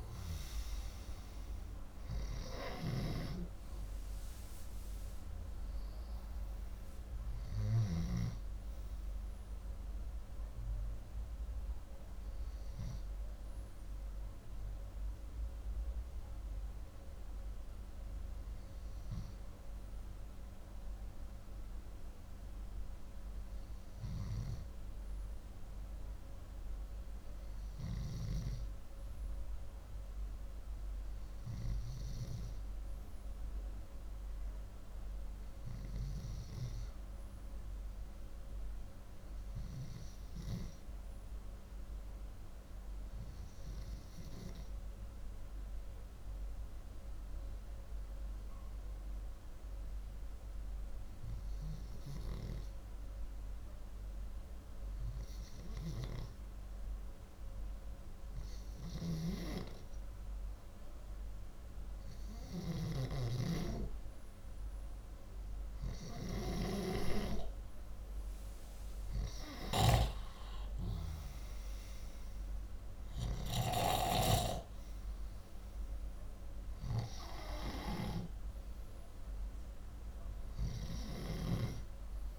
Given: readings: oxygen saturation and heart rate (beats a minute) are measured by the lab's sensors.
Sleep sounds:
breathing in sleep by a room microphone; 1
0.00-7.50 s: snoring (device-marked)
44.00-58.50 s: hypopnea (oxygen 96% before, 92% lowest, heart rate 128 before, 61 extreme, up 58 after)
62.00-66.50 s: arousal
62.00-69.50 s: snoring (device-marked)
77.00-81.00 s: snoring (device-marked)
From the record:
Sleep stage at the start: N2 (light sleep); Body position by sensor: upright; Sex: male

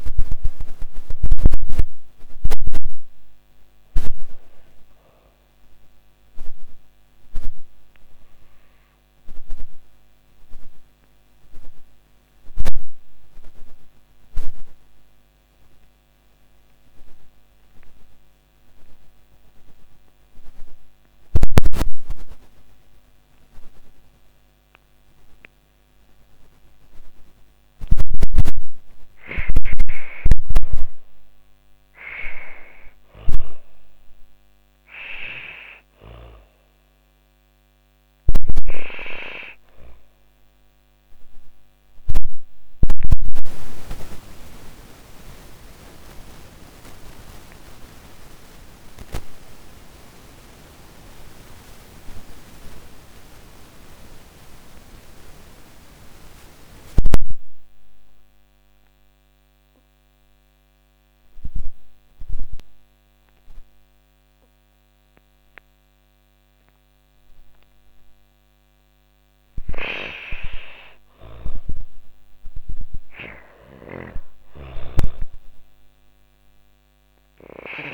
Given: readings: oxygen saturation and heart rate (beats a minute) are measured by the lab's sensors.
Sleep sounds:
breathing in sleep by a microphone on the trachea; 2
0.00-13.50 s: oxygen desaturation (device-marked, oxygen 91% lowest, heart rate 99 extreme)
5.50-27.50 s: obstructive apnea (oxygen 98% before, 82% lowest, heart rate 140 before, 99 extreme, up 59 after)
28.50-32.00 s: arousal
30.50-52.50 s: oxygen desaturation (device-marked, oxygen 98% before, 82% lowest, heart rate 126 before, 136 extreme)
40.00-66.00 s: obstructive apnea (oxygen 98% before, 82% lowest, heart rate 144 before, 130 extreme, up 11 after)
65.50-77.94 s: oxygen desaturation (device-marked, oxygen 98% before, 83% lowest, heart rate 165 before, 105 extreme)
68.50-72.00 s: arousal
72.50-77.00 s: snoring (device-marked)
From the record:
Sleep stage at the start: N2 (light sleep); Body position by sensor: on the back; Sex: female

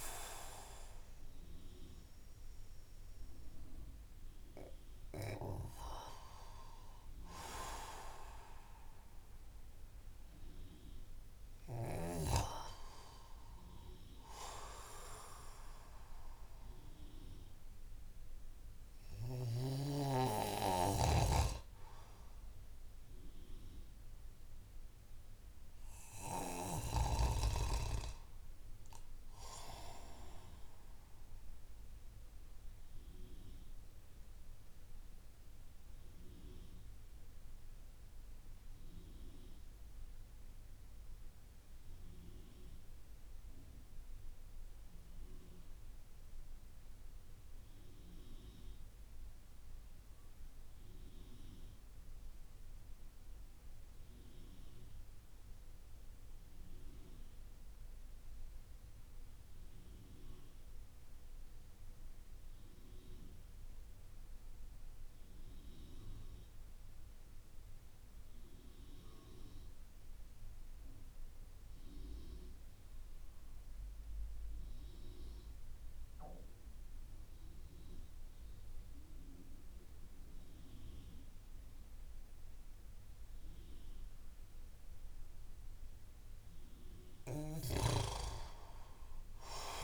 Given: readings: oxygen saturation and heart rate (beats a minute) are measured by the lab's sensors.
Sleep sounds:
breathing in sleep by a room microphone; 1
0.00-2.00 s: oxygen desaturation (device-marked, oxygen 84% lowest)
0.00-5.00 s: snoring (device-marked)
25.00-28.50 s: arousal
31.50-85.50 s: obstructive apnea (oxygen 95% before, 79% lowest)
58.00-89.84 s: oxygen desaturation (device-marked, oxygen 97% before, 79% lowest)
87.50-89.84 s: arousal
From the record:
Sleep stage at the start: REM sleep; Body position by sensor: on the back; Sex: male

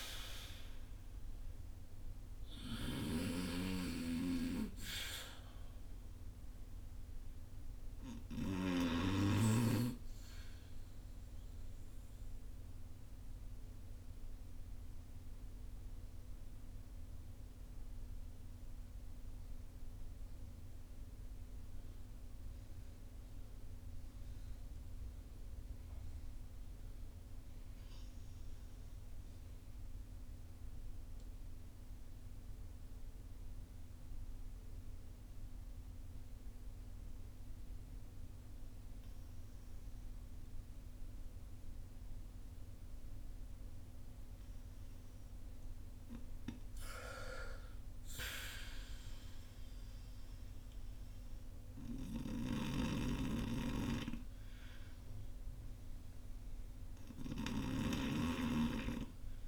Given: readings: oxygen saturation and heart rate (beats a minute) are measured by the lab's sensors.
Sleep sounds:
breathing in sleep by a room microphone; 1
0.00-33.00 s: oxygen desaturation (device-marked, oxygen 75% lowest, heart rate 42 extreme)
12.00-44.50 s: obstructive apnea (oxygen 97% before, 75% lowest, heart rate 59 before, 42 extreme, up 12 after)
47.50-52.00 s: arousal
48.00-59.48 s: oxygen desaturation (device-marked, oxygen 96% before, 77% lowest, heart rate 51 before, 46 extreme)
From the record:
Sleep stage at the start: REM sleep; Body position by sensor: on the front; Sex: male

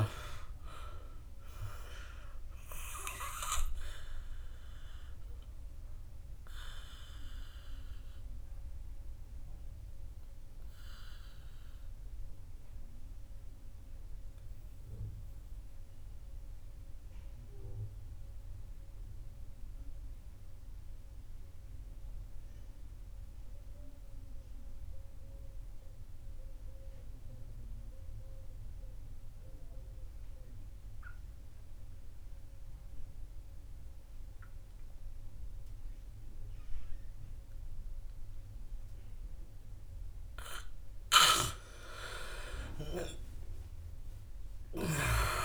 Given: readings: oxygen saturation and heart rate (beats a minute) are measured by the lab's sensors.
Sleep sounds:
breathing in sleep by a room microphone; 1
0.00-33.50 s: oxygen desaturation (device-marked, oxygen 83% lowest, heart rate 50 extreme)
5.00-41.00 s: obstructive apnea (oxygen 100% before, 83% lowest, heart rate 62 before, 50 extreme, up 20 after)
43.50-45.45 s: arousal
From the record:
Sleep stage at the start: N2 (light sleep); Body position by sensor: on the right side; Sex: male

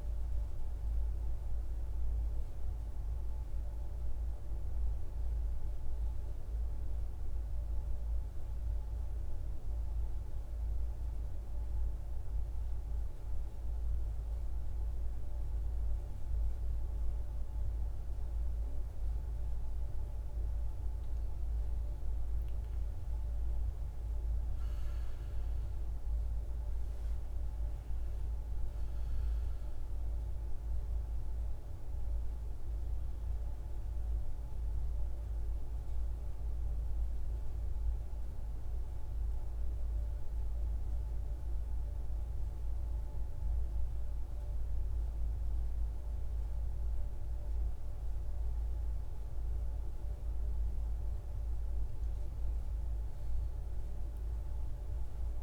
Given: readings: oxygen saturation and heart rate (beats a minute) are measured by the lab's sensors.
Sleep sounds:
breathing in sleep, hard to hear, by a room microphone; 2
0.00-1.00 s: oxygen desaturation (device-marked, oxygen 88% lowest, heart rate 55 extreme)
2.50-6.50 s: arousal
9.00-20.50 s: central apnea (oxygen 98% before, 90% lowest, heart rate 66 before, 55 extreme, up 9 after)
21.00-25.50 s: arousal
27.00-44.00 s: oxygen desaturation (device-marked, oxygen 98% before, 91% lowest, heart rate 58 before, 58 extreme)
37.00-50.50 s: central apnea (oxygen 98% before, 87% lowest, heart rate 61 before, 58 extreme, up 2 after)
51.00-54.50 s: arousal
From the record:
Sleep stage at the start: N2 (light sleep); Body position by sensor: on the back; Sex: male

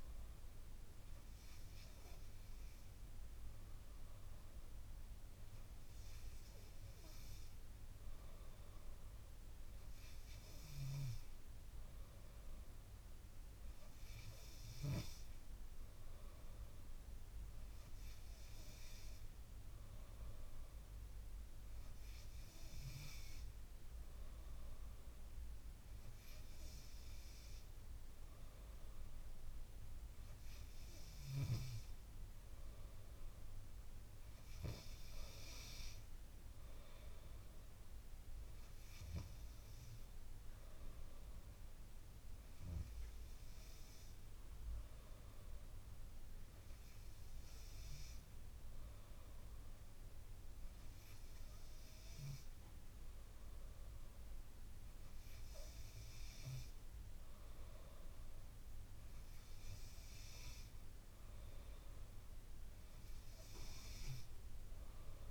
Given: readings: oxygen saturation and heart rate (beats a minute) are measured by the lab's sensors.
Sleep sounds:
breathing in sleep by a room microphone; none
none scored
From the record:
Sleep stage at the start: N2 (light sleep); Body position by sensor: on the back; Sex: female

